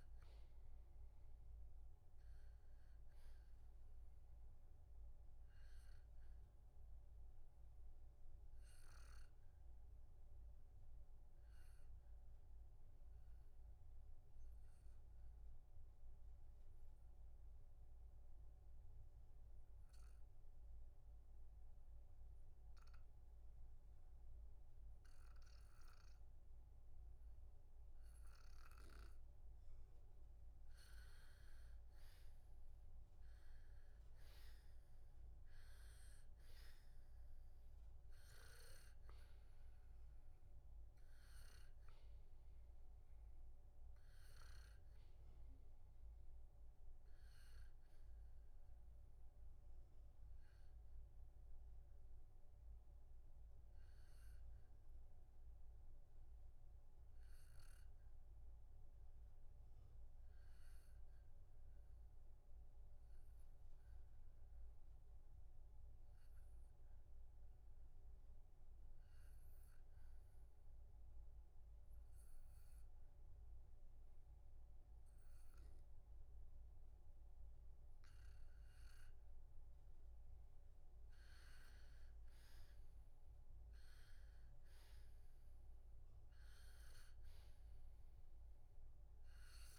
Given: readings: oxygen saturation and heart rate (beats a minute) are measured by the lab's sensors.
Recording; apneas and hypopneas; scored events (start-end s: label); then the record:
breathing in sleep, hard to hear, by a room microphone; 2
0.00-19.00 s: oxygen desaturation (device-marked, oxygen 90% lowest, heart rate 60 extreme)
5.00-29.00 s: obstructive apnea (oxygen 98% before, 90% lowest, heart rate 70 before, 60 extreme, up 5 after)
32.50-36.50 s: arousal
49.50-80.00 s: obstructive apnea (oxygen 96% before, 92% lowest, heart rate 63 before, 61 extreme, up 2 after)
82.50-86.50 s: arousal
From the record:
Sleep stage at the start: N2 (light sleep); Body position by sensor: on the back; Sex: male